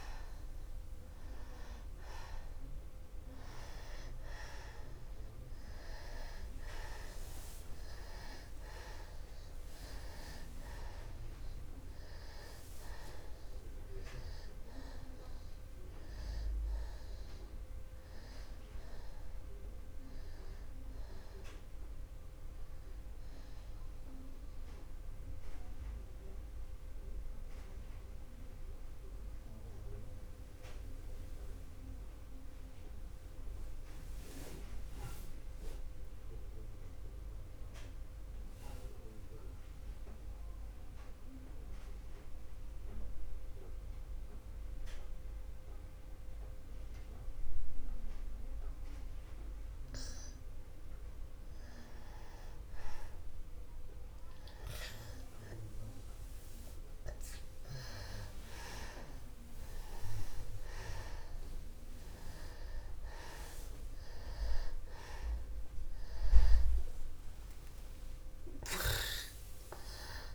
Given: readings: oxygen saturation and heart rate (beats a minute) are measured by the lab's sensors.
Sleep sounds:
breathing in sleep by a room microphone; 1
0.00-3.00 s: arousal
0.00-40.00 s: oxygen desaturation (device-marked, oxygen 83% lowest, heart rate 61 extreme)
23.50-50.50 s: mixed apnea (oxygen 97% before, 81% lowest, heart rate 64 before, 61 extreme, up 0 after)
53.00-70.35 s: oxygen desaturation (device-marked, oxygen 97% before, 81% lowest, heart rate 61 before, 27 extreme)
54.50-59.00 s: arousal
From the record:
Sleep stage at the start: N2 (light sleep); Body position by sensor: on the back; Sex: male

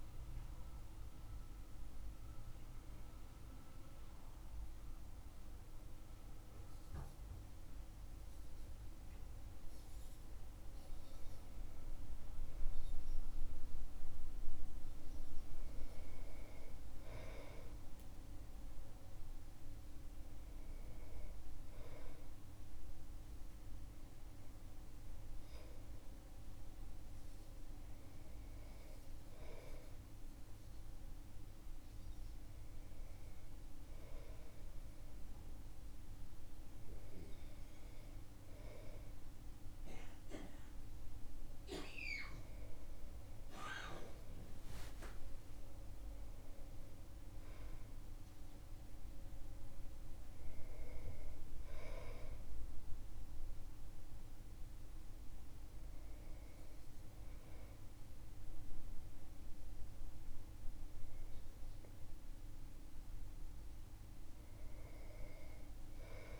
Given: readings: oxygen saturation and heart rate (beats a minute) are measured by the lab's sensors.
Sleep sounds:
breathing in sleep by a room microphone; none
30.00-66.40 s: new sleep stage, N2 (light sleep)
From the record:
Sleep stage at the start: REM sleep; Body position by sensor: on the back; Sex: male

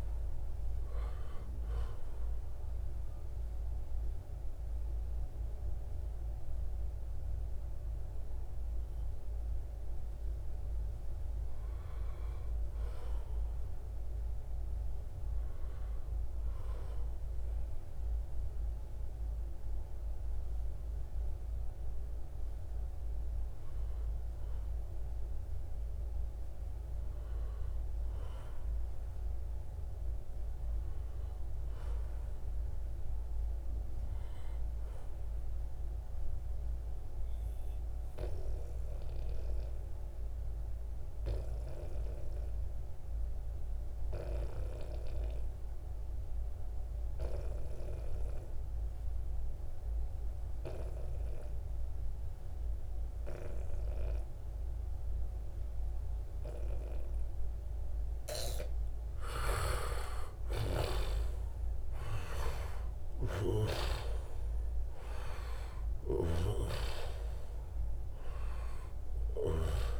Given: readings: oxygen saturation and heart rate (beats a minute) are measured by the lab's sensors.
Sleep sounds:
breathing in sleep by a room microphone; 1
0.00-17.50 s: oxygen desaturation (device-marked, oxygen 90% lowest, heart rate 69 extreme)
18.00-22.50 s: arousal
33.00-58.50 s: obstructive apnea (oxygen 98% before, 89% lowest, heart rate 77 before, 66 extreme, up 10 after)
44.50-70.00 s: oxygen desaturation (device-marked, oxygen 97% before, 89% lowest, heart rate 76 before, 66 extreme)
59.50-64.50 s: arousal
65.50-69.00 s: snoring (device-marked)
From the record:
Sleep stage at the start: N2 (light sleep); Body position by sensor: on the back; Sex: male

